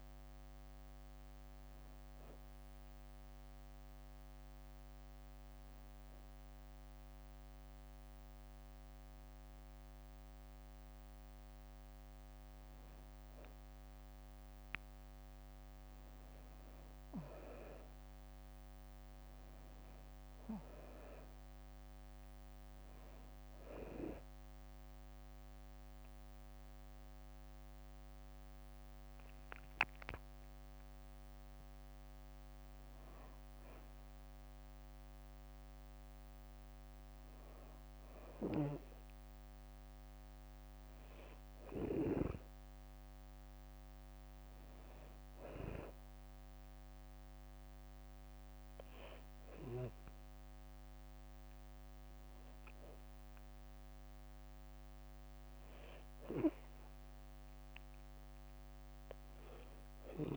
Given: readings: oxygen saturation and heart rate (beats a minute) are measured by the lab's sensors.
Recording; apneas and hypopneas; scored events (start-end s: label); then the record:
breathing in sleep by a microphone on the trachea; 2
0.00-5.00 s: oxygen desaturation (device-marked, oxygen 94% lowest, heart rate 64 extreme)
0.50-11.00 s: hypopnea (oxygen 98% before, 93% lowest, heart rate 67 before, 64 extreme, up 3 after)
15.50-19.50 s: arousal
19.00-32.00 s: oxygen desaturation (device-marked, oxygen 97% before, 93% lowest, heart rate 66 before, 65 extreme)
23.00-33.00 s: hypopnea (oxygen 97% before, 93% lowest, heart rate 66 before, 65 extreme, up 2 after)
34.50-37.50 s: arousal
From the record:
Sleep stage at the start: N2 (light sleep); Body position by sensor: on the back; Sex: female